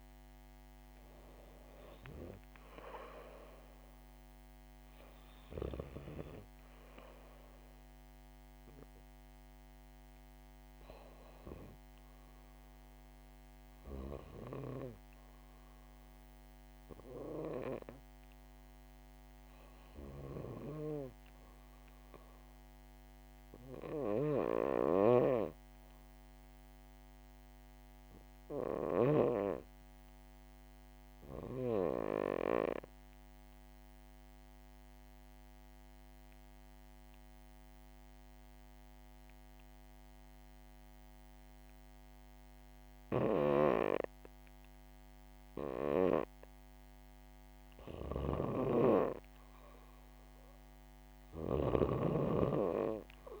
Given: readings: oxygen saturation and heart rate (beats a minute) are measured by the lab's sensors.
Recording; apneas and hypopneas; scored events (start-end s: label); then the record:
breathing in sleep by a microphone on the trachea; 1
0.00-13.50 s: oxygen desaturation (device-marked, oxygen 91% lowest, heart rate 64 extreme)
35.50-47.50 s: obstructive apnea (oxygen 100% before, 89% lowest, heart rate 67 before, 63 extreme, up 1 after)
36.50-53.40 s: oxygen desaturation (device-marked, oxygen 99% before, 89% lowest, heart rate 66 before, 63 extreme)
50.00-53.40 s: arousal
From the record:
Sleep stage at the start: REM sleep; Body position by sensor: on the back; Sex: female